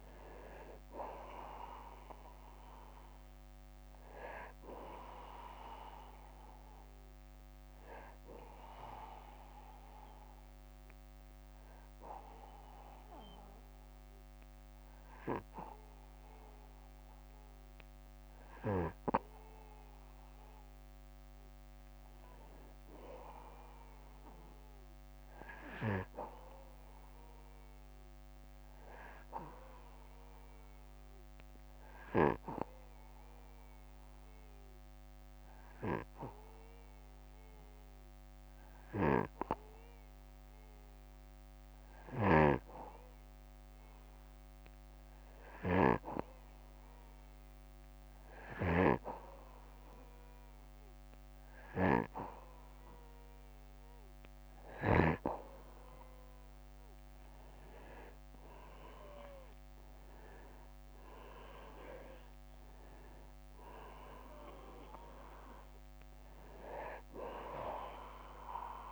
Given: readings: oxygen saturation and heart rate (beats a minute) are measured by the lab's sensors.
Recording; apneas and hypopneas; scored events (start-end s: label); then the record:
breathing in sleep by a microphone on the trachea; 2
8.00-20.00 s: obstructive apnea (oxygen 98% before, 92% lowest, heart rate 61 before, 56 extreme, up 6 after)
12.00-26.00 s: oxygen desaturation (device-marked, oxygen 96% before, 92% lowest, heart rate 61 before, 57 extreme)
23.00-26.50 s: arousal
28.00-45.00 s: obstructive apnea (oxygen 97% before, 92% lowest, heart rate 58 before, 57 extreme, up 3 after)
41.50-54.50 s: snoring (device-marked)
47.00-49.50 s: arousal
47.00-59.00 s: oxygen desaturation (device-marked, oxygen 98% before, 94% lowest, heart rate 59 before, 55 extreme)
From the record:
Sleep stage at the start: N2 (light sleep); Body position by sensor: on the back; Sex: male